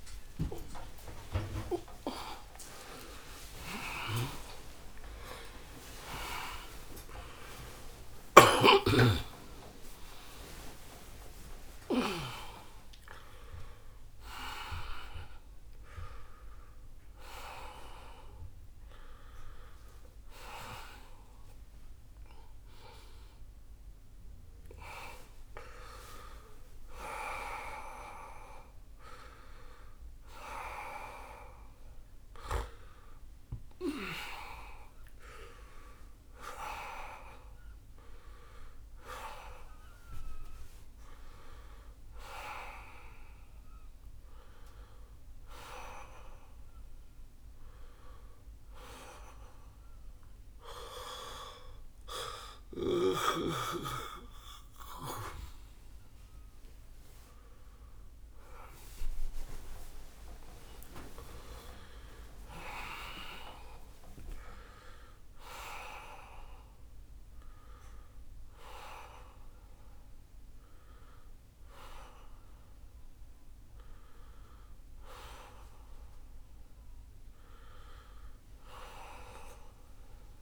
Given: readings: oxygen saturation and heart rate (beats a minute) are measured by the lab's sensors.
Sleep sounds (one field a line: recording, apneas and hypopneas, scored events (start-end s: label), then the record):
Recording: a person awake in a sleep study, by a room microphone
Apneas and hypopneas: none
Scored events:
4.00-6.00 s: long interval between heartbeats (device-marked, heart rate 125 before, 178 extreme)
6.50-9.50 s: bradycardia (device-marked, heart rate 91 before, 70 extreme)
28.00-30.00 s: long interval between heartbeats (device-marked, heart rate 89 before, 111 extreme)
33.50-35.50 s: long interval between heartbeats (device-marked, heart rate 101 before, 103 extreme)
53.50-80.41 s: new sleep stage, N1 (lightest sleep)
From the record:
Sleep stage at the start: awake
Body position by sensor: on the right side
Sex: male